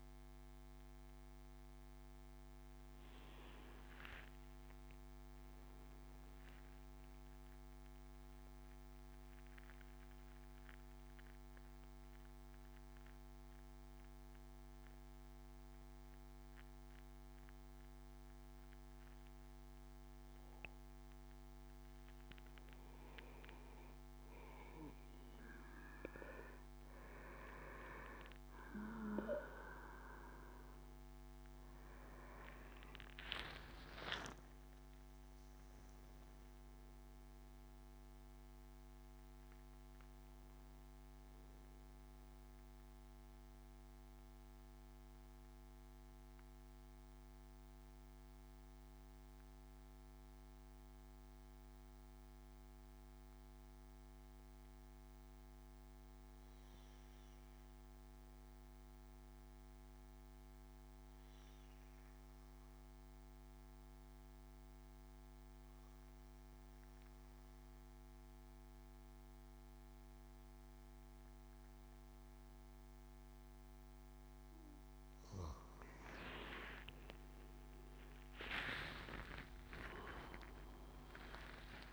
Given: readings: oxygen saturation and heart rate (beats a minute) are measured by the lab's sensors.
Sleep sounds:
breathing in sleep by a microphone on the trachea; 2
0.00-3.00 s: arousal
4.50-20.50 s: central apnea (oxygen 99% before, 93% lowest, heart rate 73 before, 63 extreme, up 13 after)
22.00-25.50 s: arousal
23.00-41.00 s: oxygen desaturation (device-marked, oxygen 98% before, 94% lowest, heart rate 71 before, 61 extreme)
40.00-74.00 s: mixed apnea (oxygen 99% before, 90% lowest, heart rate 77 before, 61 extreme, up 16 after)
66.00-81.93 s: oxygen desaturation (device-marked, oxygen 98% before, 90% lowest, heart rate 67 before, 61 extreme)
76.00-81.00 s: arousal
From the record:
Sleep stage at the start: N2 (light sleep); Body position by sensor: on the back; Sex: male

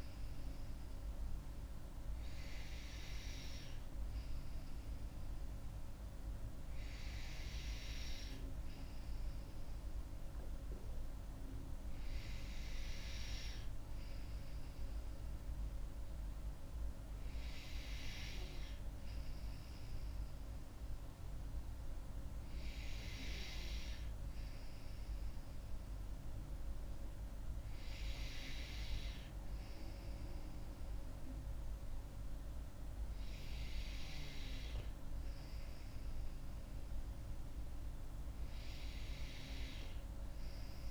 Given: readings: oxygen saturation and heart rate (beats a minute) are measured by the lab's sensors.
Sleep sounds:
breathing in sleep by a room microphone; none
none scored
From the record:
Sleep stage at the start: N2 (light sleep); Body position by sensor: on the back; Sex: female

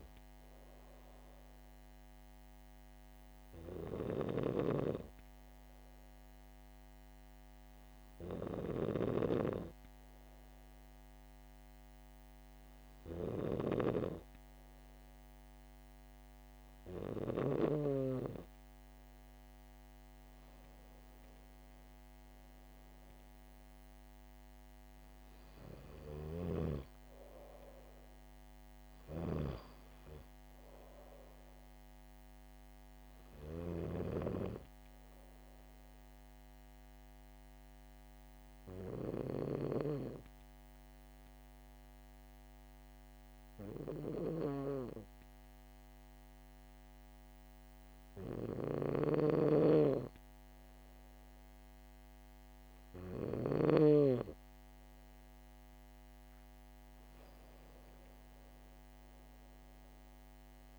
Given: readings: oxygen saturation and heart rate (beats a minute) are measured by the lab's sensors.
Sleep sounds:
breathing in sleep by a microphone on the trachea; 1
4.00-9.00 s: snoring (device-marked)
20.50-24.50 s: arousal
35.50-50.50 s: hypopnea (oxygen 97% before, 94% lowest, heart rate 68 before, 64 extreme, up 5 after)
49.00-53.50 s: snoring (device-marked)
From the record:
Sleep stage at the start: N2 (light sleep); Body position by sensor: on the back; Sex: female

